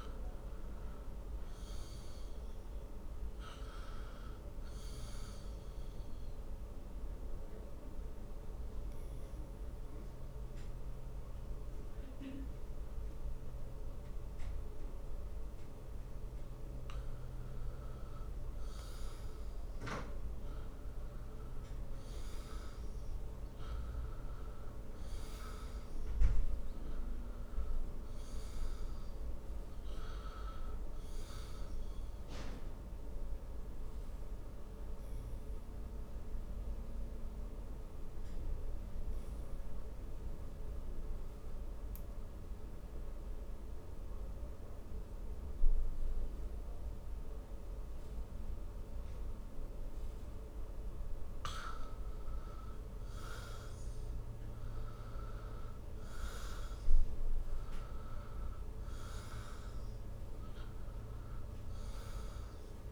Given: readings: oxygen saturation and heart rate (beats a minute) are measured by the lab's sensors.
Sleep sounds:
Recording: breathing in sleep, hard to hear, by a room microphone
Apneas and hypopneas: 2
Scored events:
8.00-19.50 s: obstructive apnea (oxygen 96% before, 91% lowest, heart rate 60 before, 55 extreme, up 9 after)
21.50-26.50 s: arousal
36.50-51.50 s: obstructive apnea (oxygen 94% before, 89% lowest, heart rate 61 before, 53 extreme, up 10 after)
43.00-51.00 s: oxygen desaturation (device-marked, oxygen 94% before, 91% lowest, heart rate 60 before, 53 extreme)
54.00-58.00 s: arousal
From the record:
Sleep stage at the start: N2 (light sleep)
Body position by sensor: on the back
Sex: male

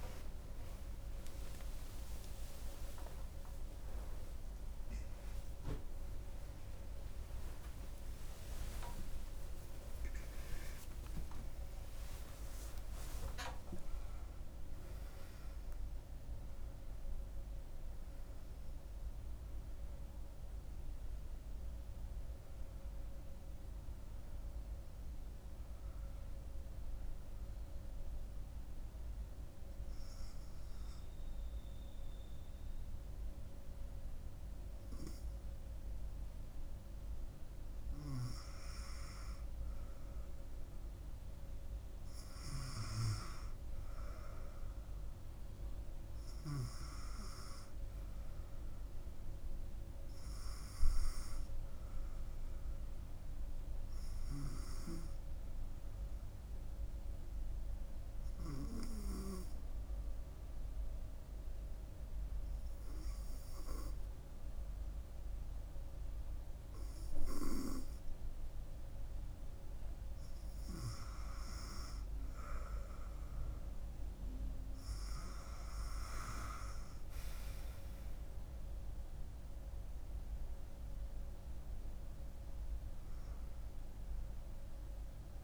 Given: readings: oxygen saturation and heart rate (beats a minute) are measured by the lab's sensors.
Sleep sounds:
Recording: a person partly awake in a sleep study, by a room microphone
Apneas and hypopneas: 2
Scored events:
28.00-39.50 s: hypopnea (oxygen 98% before, 93% lowest, heart rate 107 before, 69 extreme, up 0 after)
31.50-61.50 s: new sleep stage, N1 (lightest sleep)
42.00-46.00 s: arousal
42.50-63.50 s: oxygen desaturation (device-marked, oxygen 99% before, 93% lowest, heart rate 81 before, 68 extreme)
59.00-71.00 s: hypopnea (oxygen 99% before, 92% lowest, heart rate 70 before, 65 extreme, up 2 after)
61.50-85.44 s: new sleep stage, N2 (light sleep)
77.00-80.50 s: arousal
From the record:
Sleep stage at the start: awake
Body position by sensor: on the front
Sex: female

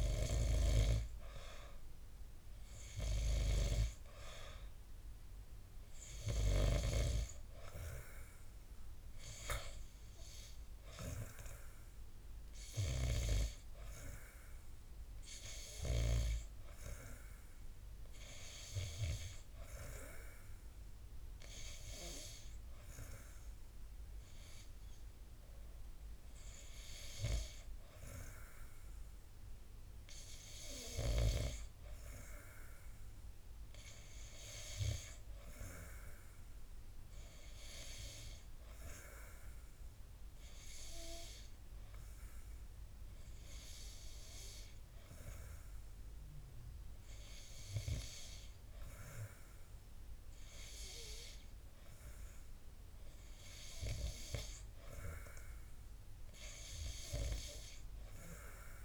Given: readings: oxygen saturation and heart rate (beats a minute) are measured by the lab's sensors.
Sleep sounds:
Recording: breathing in sleep by a room microphone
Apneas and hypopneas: none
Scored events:
none scored
From the record:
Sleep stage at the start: N2 (light sleep)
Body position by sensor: on the back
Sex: male

